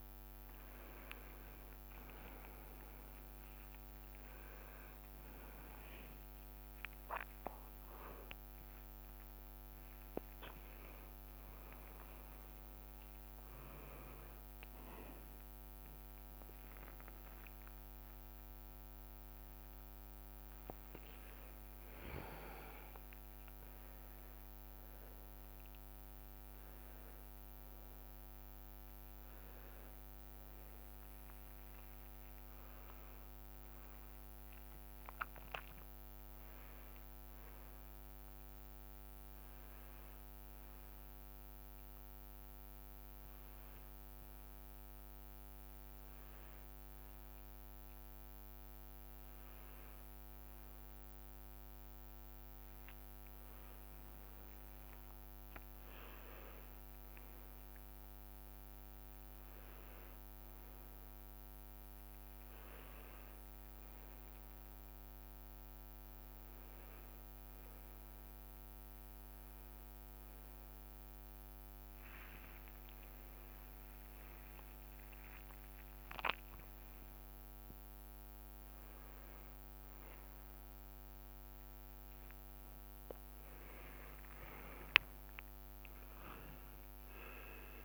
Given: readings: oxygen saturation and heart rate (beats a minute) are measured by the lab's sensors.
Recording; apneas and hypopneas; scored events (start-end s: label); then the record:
a person awake in a sleep study, by a microphone on the trachea; none
none scored
From the record:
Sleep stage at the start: awake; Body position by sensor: upright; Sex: male